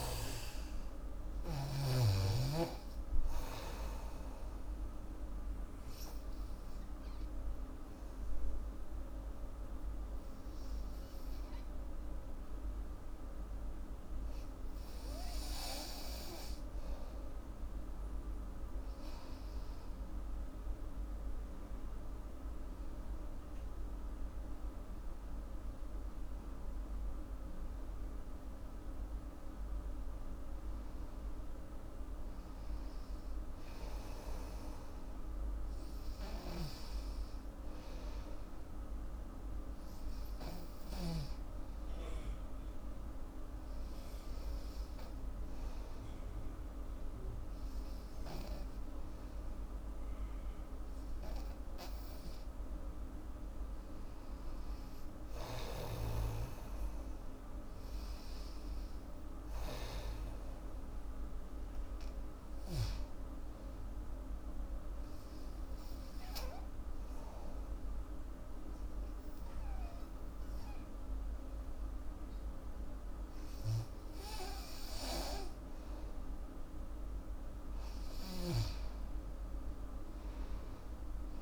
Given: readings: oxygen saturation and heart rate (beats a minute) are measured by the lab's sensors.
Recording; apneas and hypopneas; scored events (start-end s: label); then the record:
breathing in sleep by a room microphone; 3
0.00-1.00 s: arousal
0.00-12.00 s: oxygen desaturation (device-marked, oxygen 90% lowest, heart rate 76 extreme)
5.00-17.50 s: obstructive apnea (oxygen 98% before, 90% lowest, heart rate 75 before, 76 extreme, up 12 after)
17.00-40.00 s: oxygen desaturation (device-marked, oxygen 97% before, 90% lowest, heart rate 82 before, 77 extreme)
21.50-26.00 s: arousal
38.00-51.00 s: hypopnea (oxygen 97% before, 91% lowest, heart rate 83 before, 77 extreme)
53.00-56.50 s: arousal
60.00-68.00 s: oxygen desaturation (device-marked, oxygen 97% before, 93% lowest, heart rate 80 before, 69 extreme)
65.50-76.50 s: obstructive apnea (oxygen 98% before, 91% lowest, heart rate 79 before, 69 extreme, up 8 after)
79.50-81.42 s: arousal
From the record:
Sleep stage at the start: N2 (light sleep); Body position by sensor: on the back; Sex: female